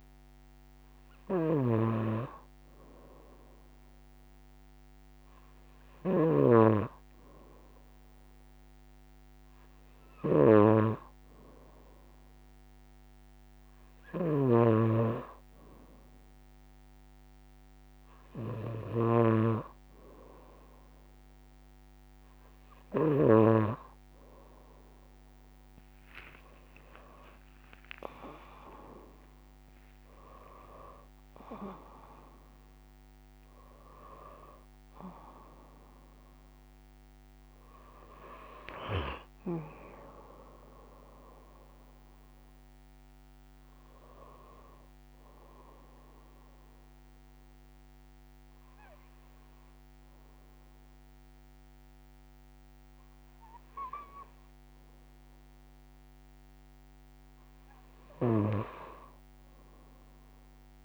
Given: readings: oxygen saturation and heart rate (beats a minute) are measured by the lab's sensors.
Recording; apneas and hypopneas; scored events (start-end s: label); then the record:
breathing in sleep by a microphone on the trachea; 1
25.00-29.50 s: arousal
45.00-56.50 s: obstructive apnea (oxygen 93% before, 91% lowest, heart rate 67 before, 59 extreme, up 2 after)
59.00-60.84 s: arousal
From the record:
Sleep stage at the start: N2 (light sleep); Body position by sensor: on the right side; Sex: female